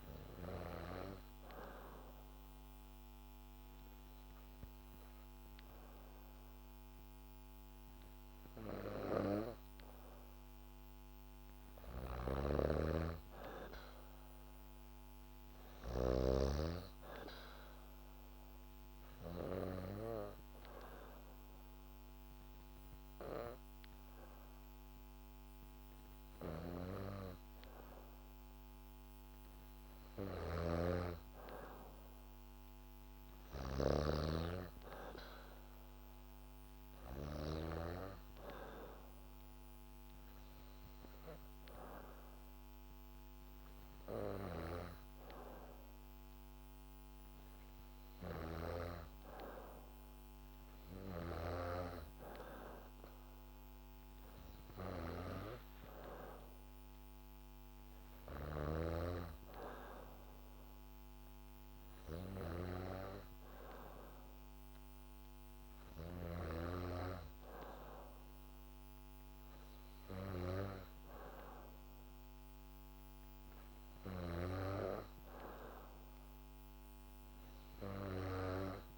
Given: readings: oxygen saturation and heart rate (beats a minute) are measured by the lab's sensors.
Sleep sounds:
breathing in sleep by a microphone on the trachea; 2
1.00-12.00 s: obstructive apnea (oxygen 97% before, 92% lowest, heart rate 70 before, 67 extreme, up 3 after)
11.50-16.00 s: snoring (device-marked)
13.50-16.50 s: arousal
18.50-29.50 s: obstructive apnea (oxygen 97% before, 92% lowest, heart rate 69 before, 67 extreme, up 5 after)
21.00-31.00 s: oxygen desaturation (device-marked, oxygen 96% before, 92% lowest, heart rate 69 before, 67 extreme)
30.00-37.50 s: snoring (device-marked)
32.50-35.50 s: arousal
38.00-51.00 s: oxygen desaturation (device-marked, oxygen 96% before, 93% lowest, heart rate 71 before, 67 extreme)
From the record:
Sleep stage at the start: N2 (light sleep); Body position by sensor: on the back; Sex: female

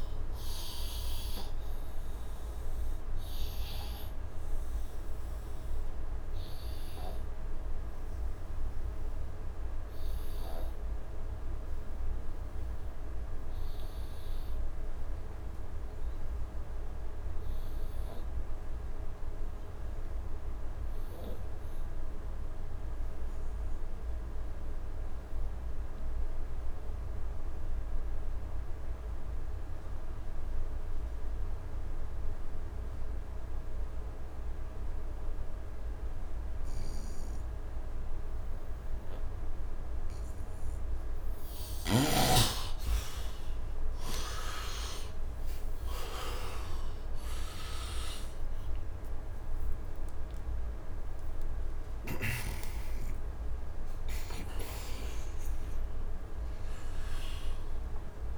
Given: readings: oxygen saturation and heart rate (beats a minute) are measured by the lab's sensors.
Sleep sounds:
breathing in sleep by a room microphone; 1
0.00-16.50 s: oxygen desaturation (device-marked, oxygen 73% lowest, heart rate 68 extreme)
1.50-41.50 s: obstructive apnea (oxygen 100% before, 64% lowest, heart rate 99 before, 68 extreme)
21.50-58.38 s: oxygen desaturation (device-marked, oxygen 99% before, 64% lowest, heart rate 74 before, 72 extreme)
43.00-49.00 s: arousal
51.50-58.38 s: new sleep stage, N1 (lightest sleep)
From the record:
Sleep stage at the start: N2 (light sleep); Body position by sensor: on the right side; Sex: male

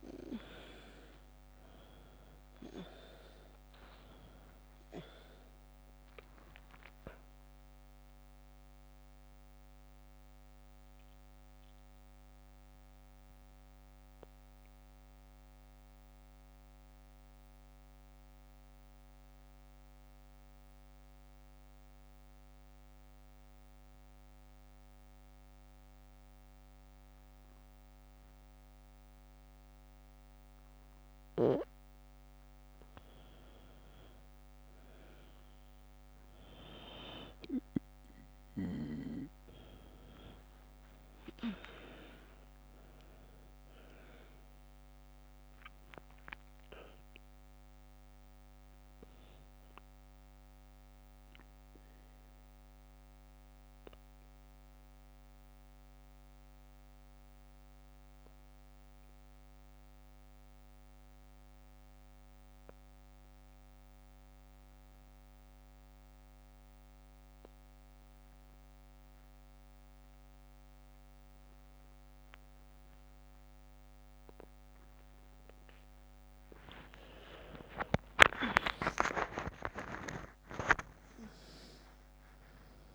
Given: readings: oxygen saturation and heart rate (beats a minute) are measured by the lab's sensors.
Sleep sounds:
breathing in sleep by a microphone on the trachea; 2
0.00-24.00 s: oxygen desaturation (device-marked, oxygen 86% lowest, heart rate 47 extreme)
8.00-31.50 s: mixed apnea (oxygen 99% before, 86% lowest, heart rate 59 before, 47 extreme, up 10 after)
36.00-41.00 s: arousal
39.00-63.00 s: oxygen desaturation (device-marked, oxygen 100% before, 92% lowest, heart rate 52 before, 48 extreme)
49.50-76.50 s: obstructive apnea (oxygen 100% before, 88% lowest, heart rate 56 before, 48 extreme, up 9 after)
75.00-82.95 s: oxygen desaturation (device-marked, oxygen 99% before, 88% lowest, heart rate 51 before, 47 extreme)
77.00-81.50 s: arousal
From the record:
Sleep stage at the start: N2 (light sleep); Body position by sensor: on the back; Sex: female

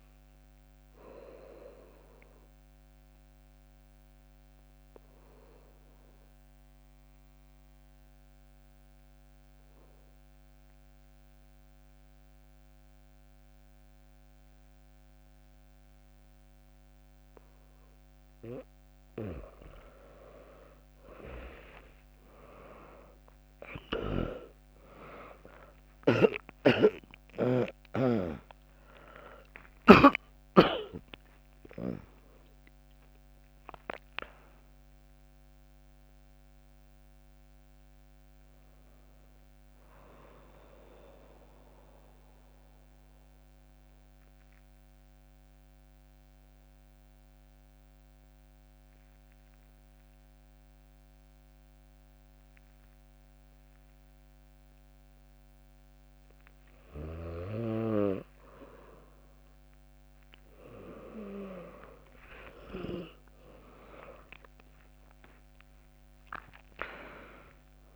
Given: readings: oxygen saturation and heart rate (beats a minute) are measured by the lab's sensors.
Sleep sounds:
breathing in sleep by a microphone on the trachea; 2
1.50-19.50 s: obstructive apnea (oxygen 100% before, 96% lowest, heart rate 65 before, 58 extreme, up 10 after)
15.50-20.50 s: bradycardia (device-marked, heart rate 72 before, 59 extreme)
21.50-26.00 s: arousal
26.50-40.50 s: drop in pulse transit time (device-marked, heart rate 70 before, 69 extreme)
26.50-49.50 s: oxygen desaturation (device-marked, oxygen 100% before, 96% lowest, heart rate 70 before, 59 extreme)
42.00-57.00 s: obstructive apnea (oxygen 100% before, 96% lowest, heart rate 79 before, 59 extreme, up 4 after)
62.50-67.00 s: arousal
63.50-67.96 s: drop in pulse transit time (device-marked, heart rate 73 before, 68 extreme)
From the record:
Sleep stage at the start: N2 (light sleep); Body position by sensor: on the back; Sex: female

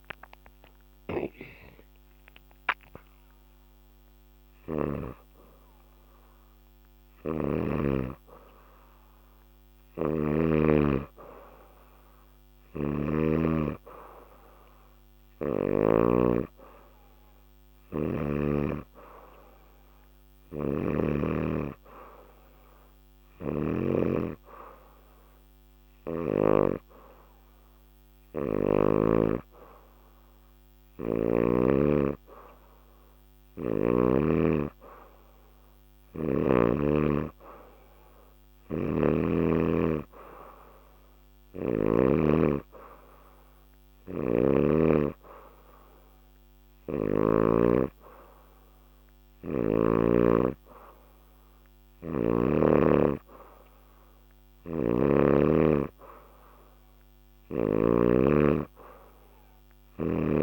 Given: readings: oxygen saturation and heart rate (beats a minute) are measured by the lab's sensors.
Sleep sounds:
breathing in sleep by a microphone on the trachea; none
0.00-3.00 s: arousal
9.50-13.00 s: snoring (device-marked)
20.00-26.50 s: snoring (device-marked)
38.50-42.00 s: snoring (device-marked)
51.50-55.00 s: snoring (device-marked)
From the record:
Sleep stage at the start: N2 (light sleep); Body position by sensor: on the back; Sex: female

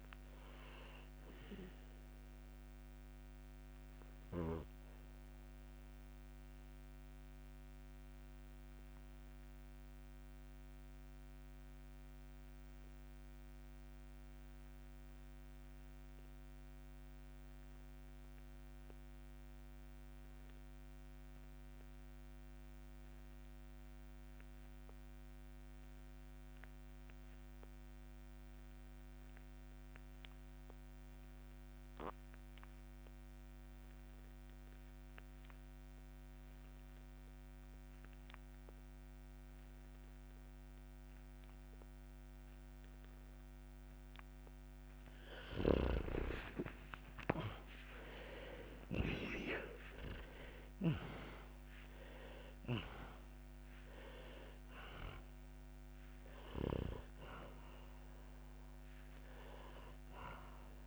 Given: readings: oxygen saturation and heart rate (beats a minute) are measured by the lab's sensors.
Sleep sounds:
breathing in sleep by a microphone on the trachea; 1
3.50-19.50 s: oxygen desaturation (device-marked, oxygen 91% before, 78% lowest, heart rate 63 before, 64 extreme)
6.00-43.50 s: obstructive apnea (oxygen 93% before, 78% lowest, heart rate 65 before, 64 extreme, up 3 after)
38.50-60.87 s: oxygen desaturation (device-marked, oxygen 98% before, 78% lowest, heart rate 67 before, 61 extreme)
45.00-50.50 s: arousal
From the record:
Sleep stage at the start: REM sleep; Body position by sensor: on the back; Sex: male

